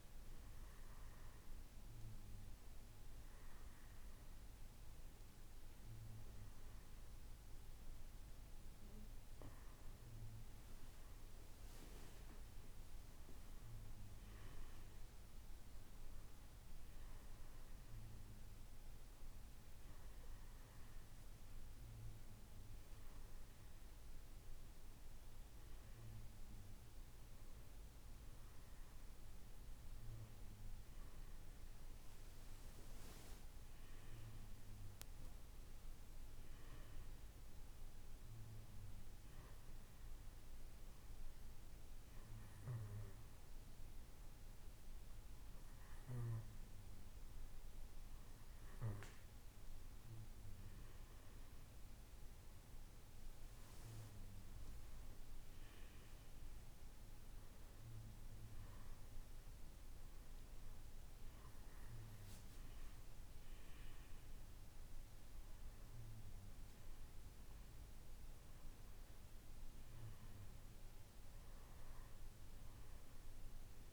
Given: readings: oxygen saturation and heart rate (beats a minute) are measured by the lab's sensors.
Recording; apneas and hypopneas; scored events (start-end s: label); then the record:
breathing in sleep, hard to hear, by a room microphone; none
none scored
From the record:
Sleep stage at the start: N2 (light sleep); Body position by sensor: on the right side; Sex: male